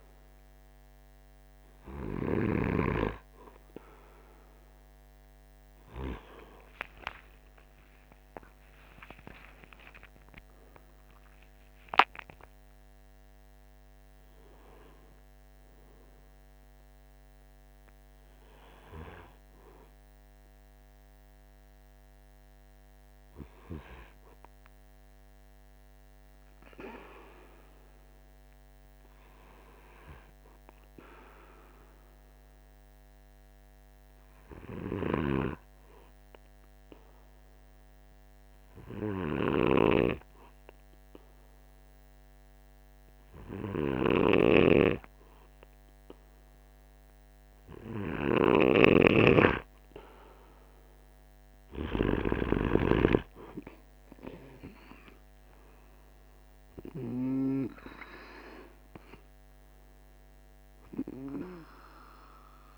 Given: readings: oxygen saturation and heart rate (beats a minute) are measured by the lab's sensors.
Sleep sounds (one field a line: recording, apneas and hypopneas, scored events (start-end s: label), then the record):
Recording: breathing in sleep by a microphone on the trachea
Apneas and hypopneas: 1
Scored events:
0.00-3.00 s: snoring (device-marked)
6.50-12.00 s: arousal
32.00-49.00 s: obstructive apnea (oxygen 96% before, 94% lowest, heart rate 51 before, 47 extreme, up 4 after)
49.00-52.50 s: snoring (device-marked)
51.00-55.00 s: arousal
From the record:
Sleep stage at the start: N2 (light sleep)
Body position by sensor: on the right side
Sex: male